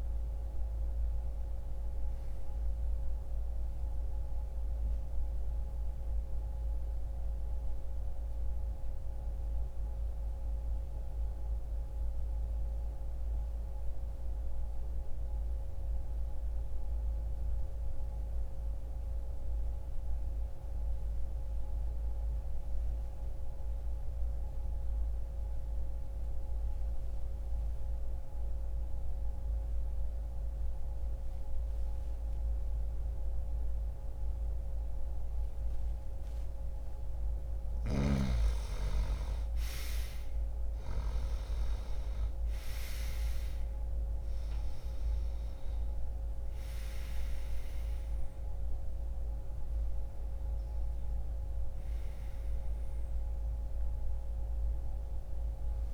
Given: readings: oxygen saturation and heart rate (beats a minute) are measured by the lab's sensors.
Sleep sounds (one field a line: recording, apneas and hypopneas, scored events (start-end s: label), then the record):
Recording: breathing in sleep, hard to hear, by a room microphone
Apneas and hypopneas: 1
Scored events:
0.00-22.50 s: oxygen desaturation (device-marked, oxygen 88% lowest)
3.50-36.50 s: obstructive apnea (oxygen 99% before, 86% lowest)
35.50-55.50 s: oxygen desaturation (device-marked, oxygen 98% before, 89% lowest)
38.00-42.00 s: arousal
From the record:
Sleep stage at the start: N2 (light sleep)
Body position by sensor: on the back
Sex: male